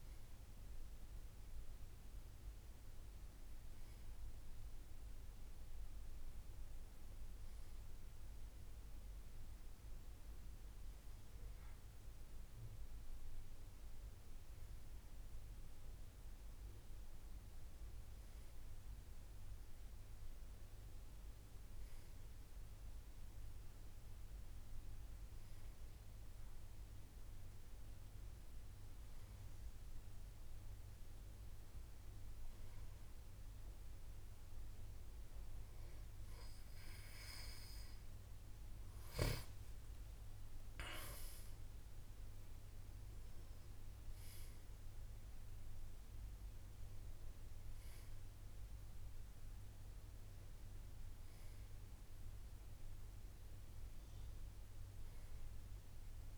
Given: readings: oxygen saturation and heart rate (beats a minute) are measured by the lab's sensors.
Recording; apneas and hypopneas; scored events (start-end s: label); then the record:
breathing in sleep, hard to hear, by a room microphone; none
38.50-43.50 s: arousal
42.00-56.38 s: new sleep stage, N2 (light sleep)
From the record:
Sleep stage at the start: N1 (lightest sleep); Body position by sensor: on the back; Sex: male